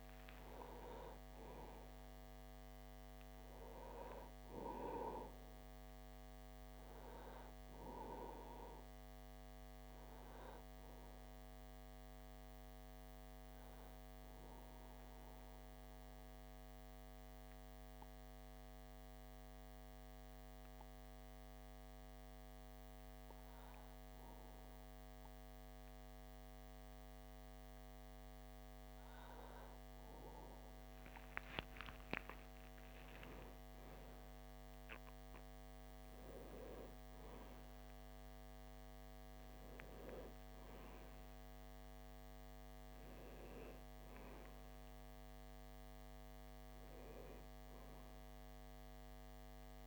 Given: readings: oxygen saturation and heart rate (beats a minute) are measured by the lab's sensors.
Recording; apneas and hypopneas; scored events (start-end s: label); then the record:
breathing in sleep by a microphone on the trachea; 1
14.00-27.50 s: obstructive apnea (oxygen 97% before, 95% lowest)
30.50-33.50 s: arousal
From the record:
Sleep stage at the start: REM sleep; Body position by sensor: on the back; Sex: male